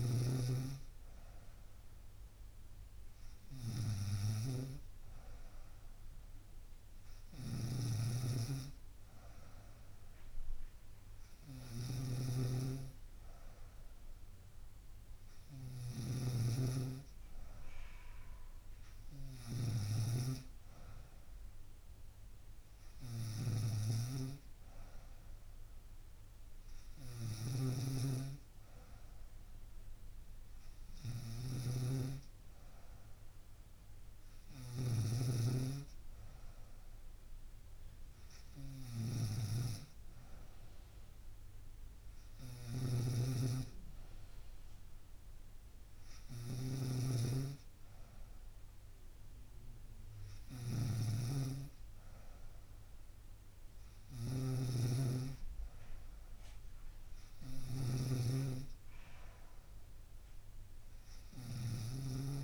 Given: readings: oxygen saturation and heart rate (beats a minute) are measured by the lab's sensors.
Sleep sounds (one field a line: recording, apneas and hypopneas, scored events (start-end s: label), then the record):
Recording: breathing in sleep by a room microphone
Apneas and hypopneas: none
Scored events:
0.00-62.44 s: snoring (device-marked)
From the record:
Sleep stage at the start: N3 (deep sleep)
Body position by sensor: on the right side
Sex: female